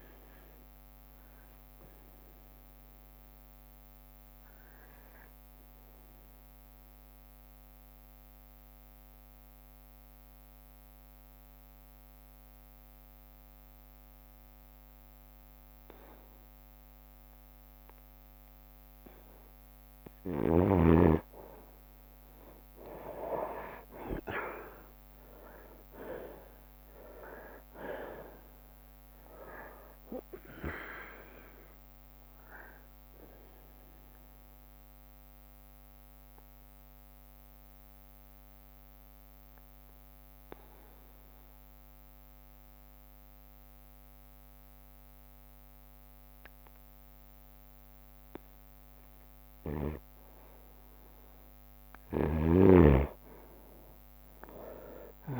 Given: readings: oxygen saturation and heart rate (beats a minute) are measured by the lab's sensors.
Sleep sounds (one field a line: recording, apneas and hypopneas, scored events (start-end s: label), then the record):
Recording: breathing in sleep by a microphone on the trachea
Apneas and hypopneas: 2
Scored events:
0.00-4.00 s: drop in pulse transit time (device-marked, heart rate 65 extreme)
0.00-18.00 s: oxygen desaturation (device-marked, oxygen 91% lowest, heart rate 60 extreme)
2.50-19.00 s: obstructive apnea (oxygen 98% before, 91% lowest, heart rate 63 before, 60 extreme, up 4 after)
23.50-28.00 s: arousal
27.00-41.00 s: drop in pulse transit time (device-marked, heart rate 61 before, 62 extreme)
32.00-50.50 s: obstructive apnea (oxygen 97% before, 91% lowest, heart rate 63 before, 59 extreme, up 7 after)
40.00-50.00 s: oxygen desaturation (device-marked, oxygen 94% before, 91% lowest, heart rate 65 before, 59 extreme)
43.00-49.00 s: bradycardia (device-marked, heart rate 64 before, 59 extreme)
52.00-55.40 s: snoring (device-marked)
53.50-55.40 s: arousal
From the record:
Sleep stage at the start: N2 (light sleep)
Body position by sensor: on the right side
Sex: male